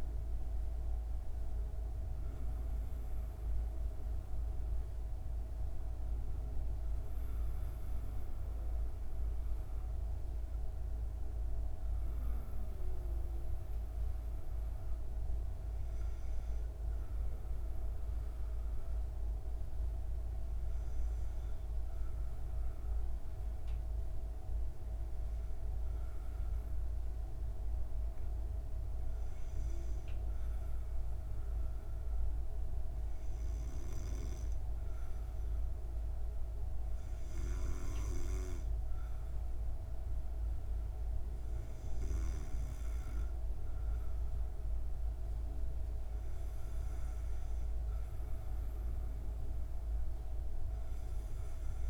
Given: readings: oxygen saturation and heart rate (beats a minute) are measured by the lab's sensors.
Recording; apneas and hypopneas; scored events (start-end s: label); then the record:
breathing in sleep, hard to hear, by a room microphone; 1
19.50-36.00 s: hypopnea (oxygen 95% before, 93% lowest, heart rate 39 before, 63 extreme, up 40 after)
37.00-39.50 s: arousal
From the record:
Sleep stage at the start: N2 (light sleep); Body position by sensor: on the back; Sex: female